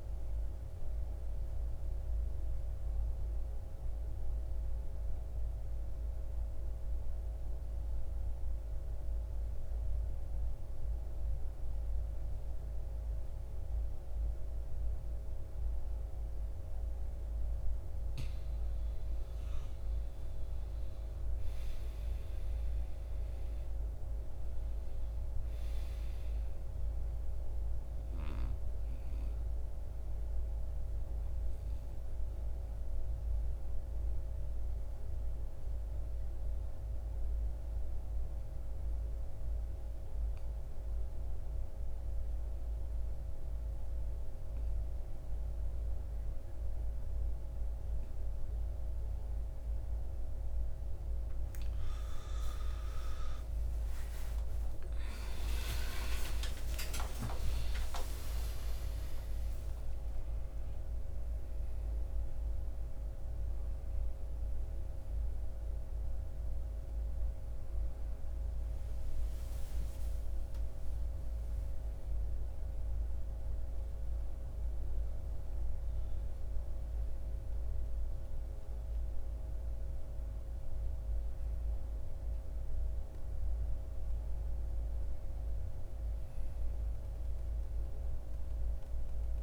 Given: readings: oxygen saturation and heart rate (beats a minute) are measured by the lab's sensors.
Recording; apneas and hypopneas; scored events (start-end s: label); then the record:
breathing in sleep, hard to hear, by a room microphone; 2
0.00-10.50 s: oxygen desaturation (device-marked, oxygen 87% lowest, heart rate 50 extreme)
1.50-17.50 s: mixed apnea (oxygen 97% before, 85% lowest, heart rate 63 before, 50 extreme, up 11 after)
19.50-23.50 s: arousal
25.50-44.50 s: oxygen desaturation (device-marked, oxygen 98% before, 89% lowest)
29.00-51.00 s: obstructive apnea (oxygen 98% before, 85% lowest)
50.50-62.50 s: oxygen desaturation (device-marked, oxygen 97% before, 92% lowest)
53.50-59.50 s: arousal
64.50-79.50 s: oxygen desaturation (device-marked, oxygen 94% before, 85% lowest)
From the record:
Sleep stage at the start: N2 (light sleep); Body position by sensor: on the back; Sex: male